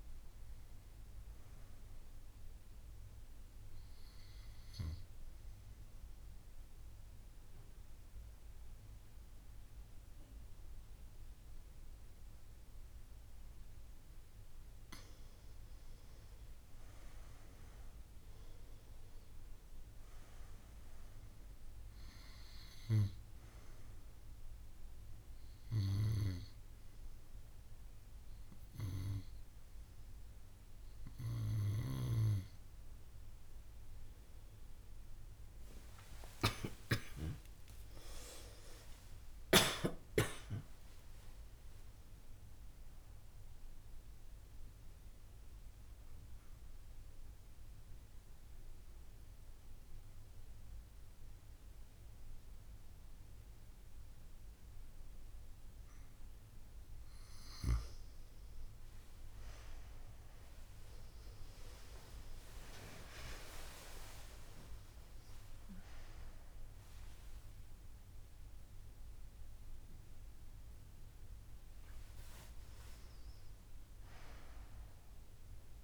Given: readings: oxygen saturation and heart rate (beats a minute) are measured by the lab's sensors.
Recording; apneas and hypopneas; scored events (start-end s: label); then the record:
breathing in sleep by a room microphone; 2
0.00-1.50 s: long interval between heartbeats (device-marked)
4.50-15.50 s: obstructive apnea (oxygen 97% before, 94% lowest)
17.00-20.50 s: arousal
18.00-31.00 s: oxygen desaturation (device-marked, oxygen 97% before, 94% lowest)
28.50-30.50 s: long interval between heartbeats (device-marked)
34.00-38.00 s: arousal
44.00-47.00 s: drop in pulse transit time (device-marked)
45.00-56.50 s: central apnea (oxygen 97% before, 94% lowest)
64.00-68.50 s: arousal
64.00-75.84 s: oxygen desaturation (device-marked, oxygen 98% before, 94% lowest)
From the record:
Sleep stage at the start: N2 (light sleep); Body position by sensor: on the right side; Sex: female